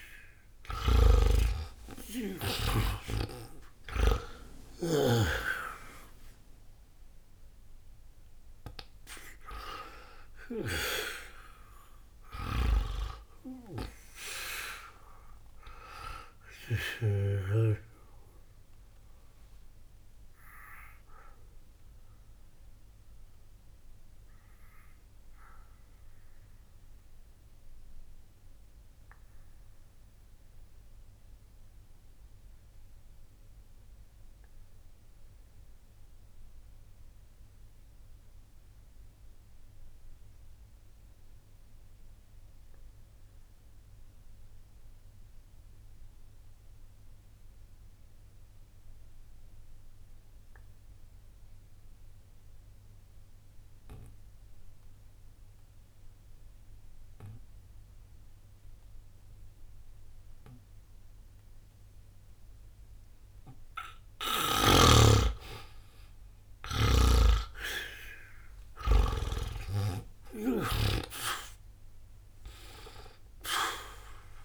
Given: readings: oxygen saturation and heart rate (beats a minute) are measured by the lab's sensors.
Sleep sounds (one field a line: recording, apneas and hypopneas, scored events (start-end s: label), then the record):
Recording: breathing in sleep by a room microphone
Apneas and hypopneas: 1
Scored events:
0.00-1.50 s: arousal
0.00-42.50 s: oxygen desaturation (device-marked, oxygen 77% lowest, heart rate 60 extreme)
0.50-5.00 s: snoring (device-marked)
11.00-14.50 s: arousal
18.00-63.00 s: obstructive apnea (oxygen 97% before, 76% lowest, heart rate 60 before, 60 extreme, up 0 after)
57.50-74.45 s: oxygen desaturation (device-marked, oxygen 99% before, 86% lowest, heart rate 60 before, 60 extreme)
65.00-69.00 s: arousal
66.50-71.00 s: snoring (device-marked)
From the record:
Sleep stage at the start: N2 (light sleep)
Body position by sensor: on the back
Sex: male